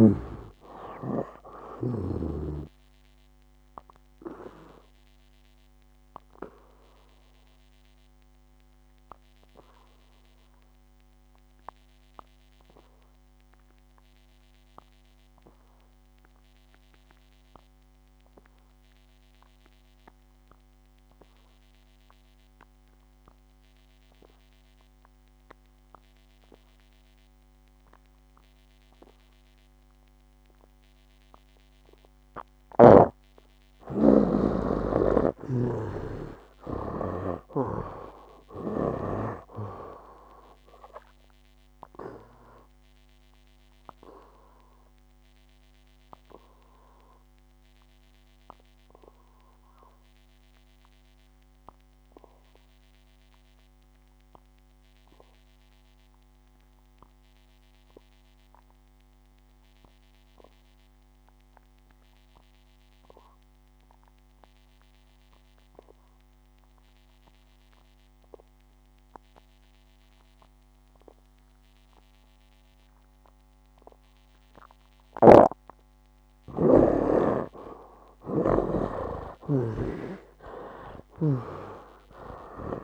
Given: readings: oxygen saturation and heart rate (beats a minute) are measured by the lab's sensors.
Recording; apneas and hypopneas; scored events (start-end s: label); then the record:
breathing in sleep by a microphone on the trachea; 2
0.00-1.00 s: arousal
0.00-23.50 s: oxygen desaturation (device-marked, oxygen 71% lowest, heart rate 59 extreme)
3.50-33.50 s: obstructive apnea (oxygen 99% before, 71% lowest, heart rate 65 before, 59 extreme, up 15 after)
25.50-51.50 s: oxygen desaturation (device-marked, oxygen 99% before, 78% lowest, heart rate 64 before, 58 extreme)
35.50-39.00 s: arousal
41.50-75.50 s: obstructive apnea (oxygen 99% before, 68% lowest, heart rate 63 before, 58 extreme, up 13 after)
53.50-64.50 s: oxygen desaturation (device-marked, oxygen 83% before, 73% lowest, heart rate 69 before, 58 extreme)
66.50-82.83 s: oxygen desaturation (device-marked, oxygen 97% before, 68% lowest, heart rate 62 before, 58 extreme)
75.00-79.00 s: snoring (device-marked)
80.50-82.83 s: arousal
From the record:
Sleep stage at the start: N2 (light sleep); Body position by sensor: on the back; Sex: male